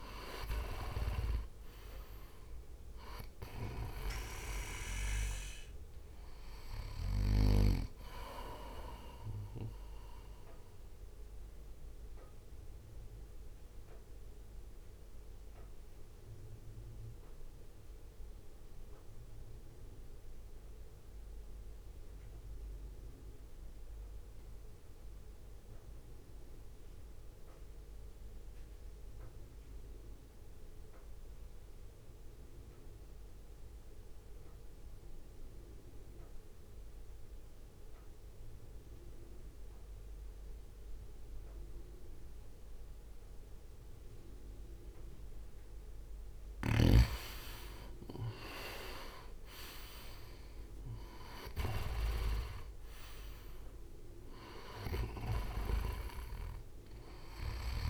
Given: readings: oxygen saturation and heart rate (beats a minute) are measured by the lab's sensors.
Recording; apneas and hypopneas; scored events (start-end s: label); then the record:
breathing in sleep by a room microphone; 1
0.00-1.50 s: arousal
0.00-11.50 s: drop in pulse transit time (device-marked, heart rate 55 extreme)
0.00-13.50 s: oxygen desaturation (device-marked, oxygen 91% lowest, heart rate 55 extreme)
10.50-46.00 s: mixed apnea (oxygen 98% before, 84% lowest, heart rate 60 before, 54 extreme, up 5 after)
15.50-32.50 s: oxygen desaturation (device-marked, oxygen 92% before, 84% lowest, heart rate 60 before, 58 extreme)
46.50-57.90 s: oxygen desaturation (device-marked, oxygen 98% before, 91% lowest, heart rate 63 before, 54 extreme)
47.50-52.50 s: arousal
48.50-57.90 s: drop in pulse transit time (device-marked, heart rate 63 before, 54 extreme)
From the record:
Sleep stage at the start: REM sleep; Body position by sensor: on the right side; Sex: male